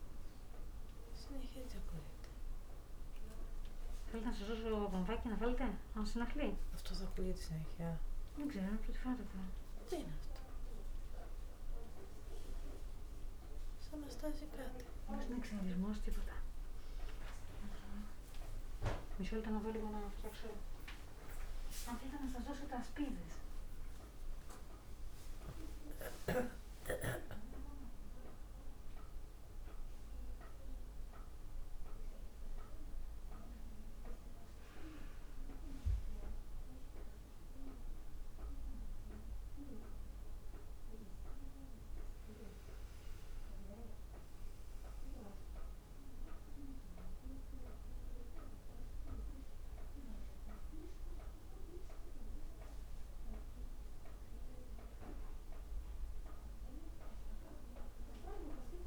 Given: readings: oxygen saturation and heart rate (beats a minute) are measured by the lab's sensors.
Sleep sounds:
a person awake in a sleep study, by a room microphone; none
none scored
From the record:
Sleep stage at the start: awake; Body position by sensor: on the back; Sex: female

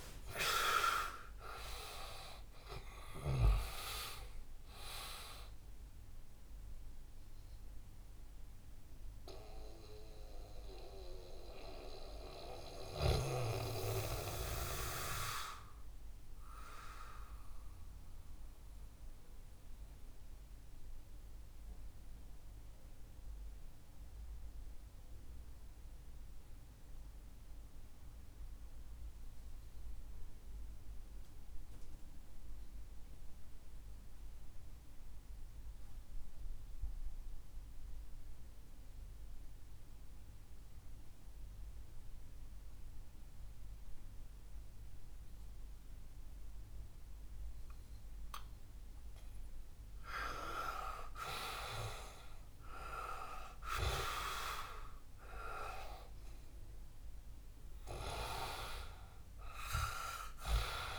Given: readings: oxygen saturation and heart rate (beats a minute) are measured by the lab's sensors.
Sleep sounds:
breathing in sleep by a room microphone; 1
0.00-30.00 s: oxygen desaturation (device-marked, oxygen 78% lowest, heart rate 59 extreme)
7.00-48.50 s: mixed apnea (oxygen 98% before, 78% lowest, heart rate 68 before, 59 extreme, up 12 after)
45.00-60.99 s: oxygen desaturation (device-marked, oxygen 98% before, 81% lowest, heart rate 64 before, 58 extreme)
51.00-56.50 s: arousal
From the record:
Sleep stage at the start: REM sleep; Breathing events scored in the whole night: 440 in 6.9 hours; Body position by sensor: on the back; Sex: male

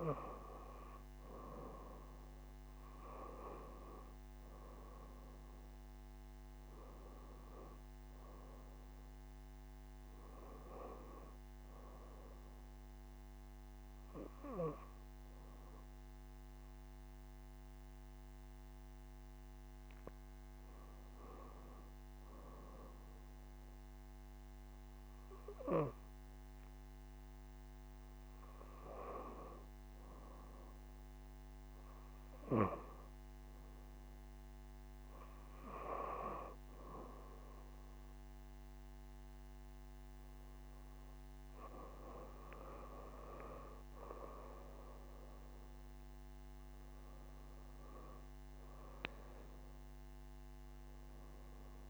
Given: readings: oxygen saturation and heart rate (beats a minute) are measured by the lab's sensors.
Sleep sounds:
breathing in sleep by a microphone on the trachea; 1
1.50-6.00 s: arousal
6.50-15.50 s: oxygen desaturation (device-marked, oxygen 96% before, 92% lowest)
15.00-27.50 s: hypopnea (oxygen 97% before, 90% lowest)
29.00-32.50 s: arousal
31.50-46.50 s: oxygen desaturation (device-marked, oxygen 94% before, 91% lowest)
From the record:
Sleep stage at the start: N2 (light sleep); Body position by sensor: on the back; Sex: female

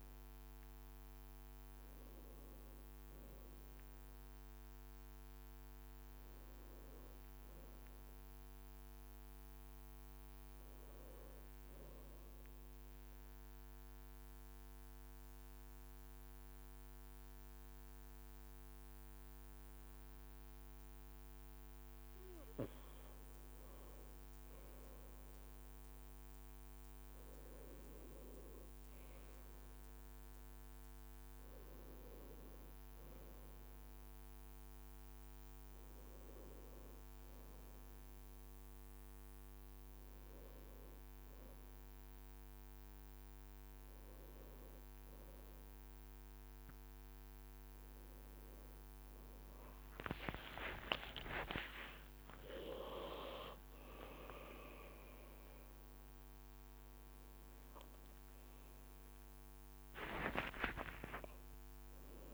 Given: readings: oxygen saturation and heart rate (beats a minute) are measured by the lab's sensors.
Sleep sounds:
breathing in sleep by a microphone on the trachea; 1
0.00-6.50 s: oxygen desaturation (device-marked, oxygen 91% lowest, heart rate 56 extreme)
7.00-10.00 s: arousal
12.50-23.00 s: mixed apnea (oxygen 96% before, 92% lowest, heart rate 60 before, 56 extreme, up 0 after)
22.00-23.00 s: leg movement (device-marked)
25.50-29.00 s: arousal
26.50-30.50 s: leg movement (device-marked)
31.50-62.34 s: new sleep stage, N1 (lightest sleep)
49.00-55.00 s: leg movement (device-marked)
49.50-54.50 s: arousal
50.00-52.00 s: long interval between heartbeats (device-marked, heart rate 59 before, 69 extreme)
59.00-61.50 s: leg movement (device-marked)
60.00-62.00 s: long interval between heartbeats (device-marked, heart rate 68 before, 76 extreme)
From the record:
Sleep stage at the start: N2 (light sleep); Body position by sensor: on the right side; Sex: male

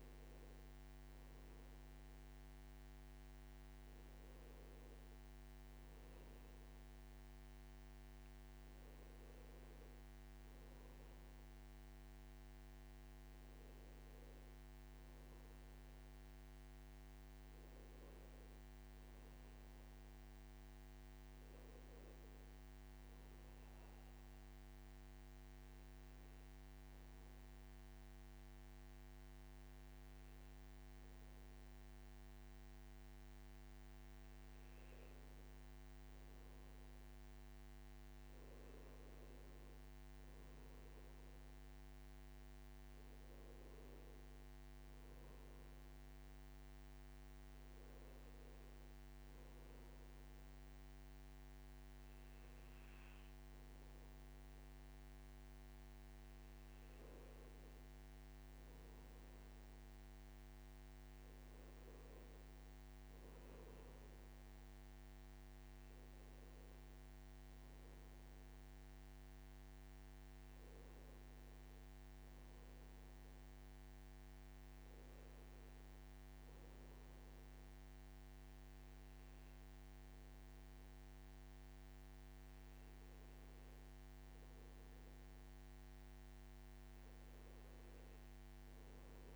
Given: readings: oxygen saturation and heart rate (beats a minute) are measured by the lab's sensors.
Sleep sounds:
breathing in sleep, hard to hear, by a microphone on the trachea; none
none scored
From the record:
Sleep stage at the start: N2 (light sleep); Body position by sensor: on the back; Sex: male

